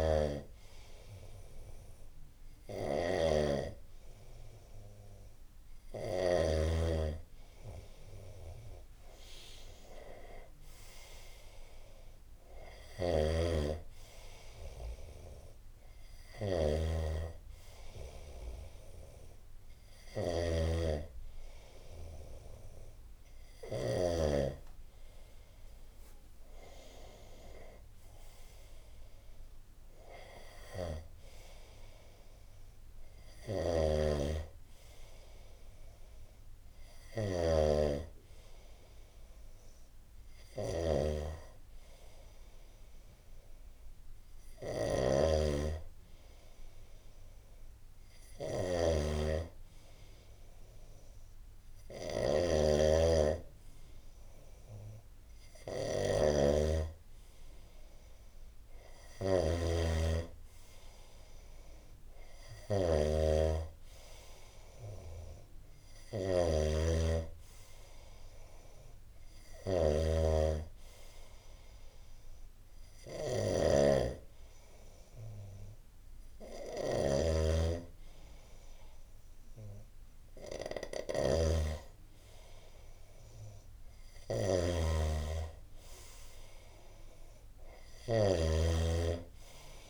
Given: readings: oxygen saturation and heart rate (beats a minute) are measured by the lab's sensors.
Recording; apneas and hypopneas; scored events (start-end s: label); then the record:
breathing in sleep by a room microphone; none
0.00-6.00 s: snoring (device-marked)
12.50-23.50 s: snoring (device-marked)
33.00-89.90 s: snoring (device-marked)
From the record:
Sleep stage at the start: N2 (light sleep); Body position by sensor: on the right side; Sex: male